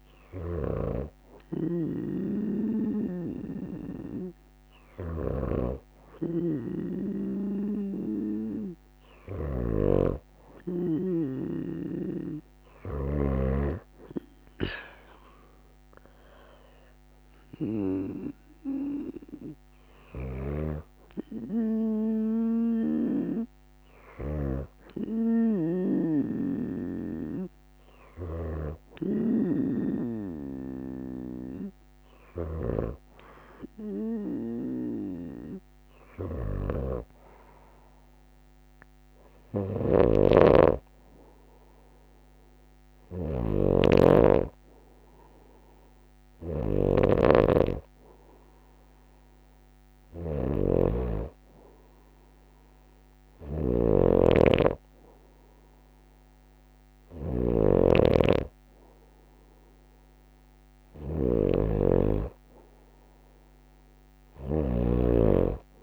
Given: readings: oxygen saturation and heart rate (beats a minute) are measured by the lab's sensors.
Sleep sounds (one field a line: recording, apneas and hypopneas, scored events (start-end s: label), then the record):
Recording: breathing in sleep by a microphone on the trachea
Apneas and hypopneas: none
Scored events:
39.00-65.83 s: snoring (device-marked)
From the record:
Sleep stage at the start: N2 (light sleep)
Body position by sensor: on the right side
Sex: female